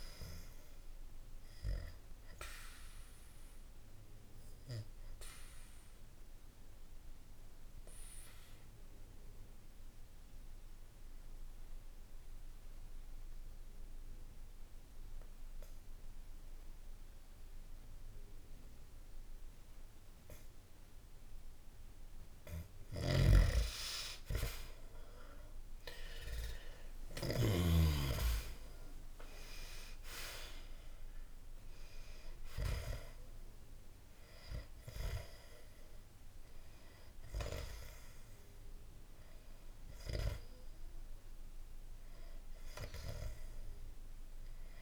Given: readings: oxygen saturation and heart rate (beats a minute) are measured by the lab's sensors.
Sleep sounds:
breathing in sleep by a room microphone; 1
2.00-23.00 s: obstructive apnea (oxygen 98% before, 91% lowest, heart rate 61 before, 58 extreme, up 2 after)
23.00-27.50 s: snoring (device-marked)
25.00-28.50 s: arousal
28.00-44.82 s: oxygen desaturation (device-marked, oxygen 98% before, 91% lowest, heart rate 61 before, 61 extreme)
From the record:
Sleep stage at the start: N2 (light sleep); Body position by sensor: on the back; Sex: male

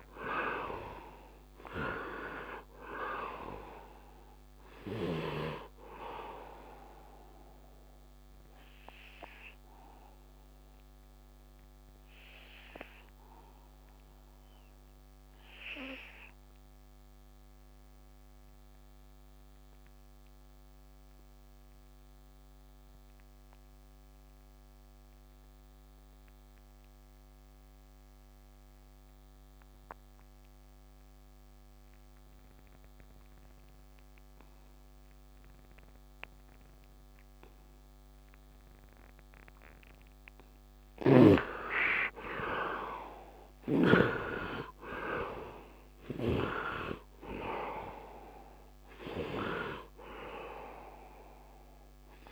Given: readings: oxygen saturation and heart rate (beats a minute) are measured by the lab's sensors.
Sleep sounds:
breathing in sleep by a microphone on the trachea; 1
0.00-1.50 s: arousal
0.00-5.00 s: snoring (device-marked)
0.00-26.50 s: oxygen desaturation (device-marked, oxygen 68% lowest, heart rate 68 extreme)
8.00-39.50 s: obstructive apnea (oxygen 94% before, 66% lowest, heart rate 86 before, 72 extreme, up 11 after)
28.50-52.32 s: oxygen desaturation (device-marked, oxygen 99% before, 66% lowest, heart rate 82 before, 70 extreme)
42.50-47.50 s: arousal
From the record:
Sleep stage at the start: N2 (light sleep); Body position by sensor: on the right side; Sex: male

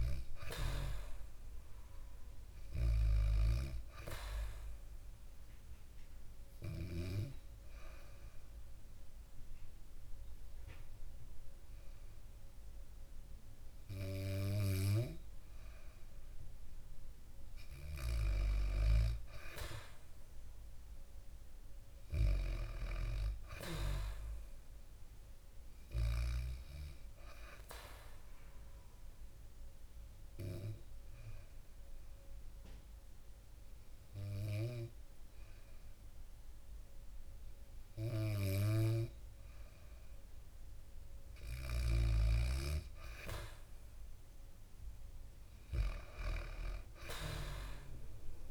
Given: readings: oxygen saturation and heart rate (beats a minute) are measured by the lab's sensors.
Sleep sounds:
breathing in sleep by a room microphone; 2
0.00-3.00 s: arousal
6.50-16.50 s: hypopnea (oxygen 97% before, 93% lowest, heart rate 66 before, 59 extreme)
17.50-21.50 s: arousal
21.50-34.50 s: oxygen desaturation (device-marked, oxygen 97% before, 94% lowest, heart rate 65 before, 59 extreme)
29.00-41.00 s: hypopnea (oxygen 97% before, 93% lowest, heart rate 63 before, 60 extreme, up 6 after)
43.50-48.00 s: arousal
46.50-48.50 s: oxygen desaturation (device-marked, oxygen 96% before, 93% lowest, heart rate 62 before, 57 extreme)
From the record:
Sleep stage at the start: N2 (light sleep); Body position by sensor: on the back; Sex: female

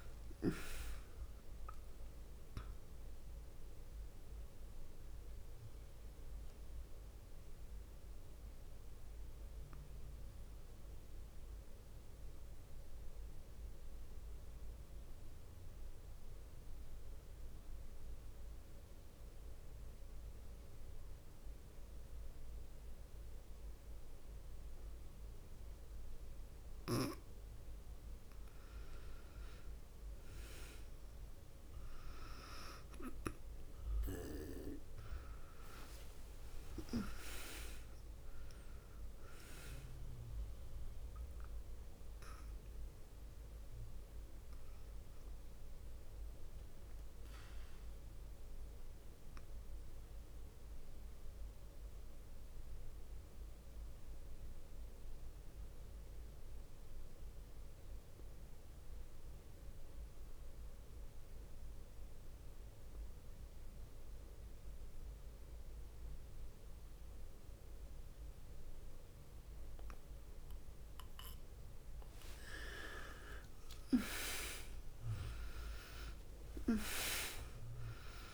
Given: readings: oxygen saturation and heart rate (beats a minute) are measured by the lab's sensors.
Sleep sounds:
breathing in sleep by a room microphone; 2
0.00-19.50 s: oxygen desaturation (device-marked, oxygen 86% lowest, heart rate 47 extreme)
3.50-27.00 s: mixed apnea (oxygen 99% before, 86% lowest, heart rate 59 before, 47 extreme, up 10 after)
31.50-36.50 s: arousal
34.50-58.50 s: oxygen desaturation (device-marked, oxygen 100% before, 92% lowest, heart rate 52 before, 48 extreme)
45.00-72.00 s: obstructive apnea (oxygen 100% before, 88% lowest, heart rate 56 before, 48 extreme, up 9 after)
70.50-78.34 s: oxygen desaturation (device-marked, oxygen 99% before, 88% lowest, heart rate 51 before, 47 extreme)
72.50-77.00 s: arousal
From the record:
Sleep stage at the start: N2 (light sleep); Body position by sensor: on the back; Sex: female

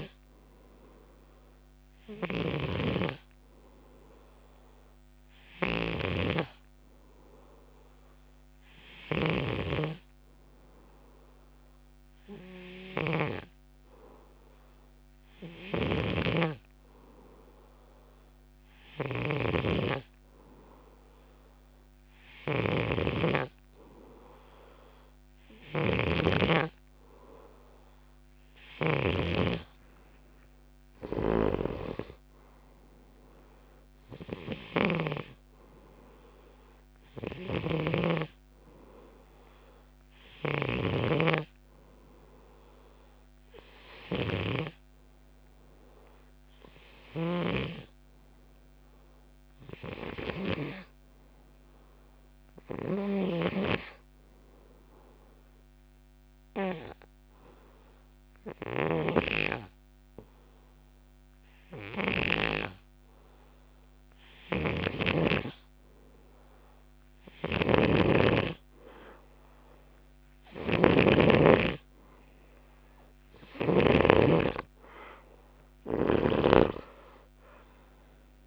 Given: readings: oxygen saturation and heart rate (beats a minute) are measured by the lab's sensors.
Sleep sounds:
breathing in sleep by a microphone on the trachea; 1
0.00-13.50 s: snoring (device-marked)
15.50-29.00 s: snoring (device-marked)
31.00-62.50 s: snoring (device-marked)
54.00-65.00 s: hypopnea (oxygen 93% before, 88% lowest, heart rate 68 before, 64 extreme, up 7 after)
64.50-74.00 s: snoring (device-marked)
76.00-78.47 s: snoring (device-marked)
From the record:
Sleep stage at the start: N2 (light sleep); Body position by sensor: on the left side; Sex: male

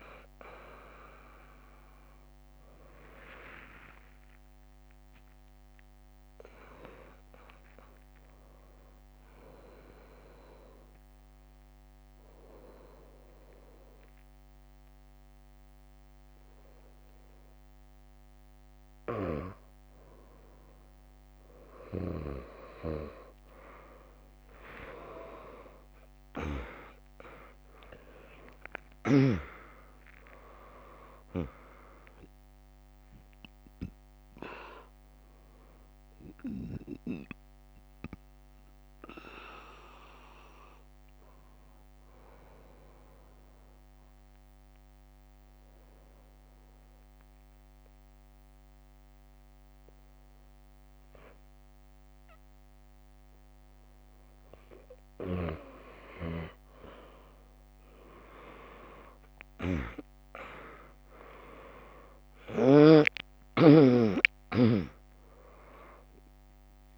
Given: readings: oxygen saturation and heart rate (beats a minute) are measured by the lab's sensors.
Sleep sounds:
breathing in sleep by a microphone on the trachea; 2
0.00-10.00 s: drop in pulse transit time (device-marked, heart rate 78 extreme)
0.00-13.00 s: oxygen desaturation (device-marked, oxygen 96% lowest, heart rate 58 extreme)
8.00-66.98 s: new sleep stage, N2 (light sleep)
8.50-20.50 s: central apnea (oxygen 100% before, 95% lowest, heart rate 77 before, 58 extreme)
21.00-23.00 s: bradycardia (device-marked, heart rate 80 before, 63 extreme)
25.00-29.50 s: arousal
28.00-48.00 s: oxygen desaturation (device-marked, oxygen 99% before, 95% lowest, heart rate 74 before, 60 extreme)
31.00-47.00 s: drop in pulse transit time (device-marked, heart rate 71 before, 75 extreme)
35.50-54.00 s: mixed apnea (oxygen 100% before, 95% lowest, heart rate 70 before, 60 extreme)
56.00-60.00 s: arousal
59.00-62.50 s: snoring (device-marked)
61.00-66.98 s: drop in pulse transit time (device-marked, heart rate 72 before, 63 extreme)
62.00-66.98 s: oxygen desaturation (device-marked, oxygen 100% before, 95% lowest, heart rate 71 before, 60 extreme)
From the record:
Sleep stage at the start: N1 (lightest sleep); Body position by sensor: on the left side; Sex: female

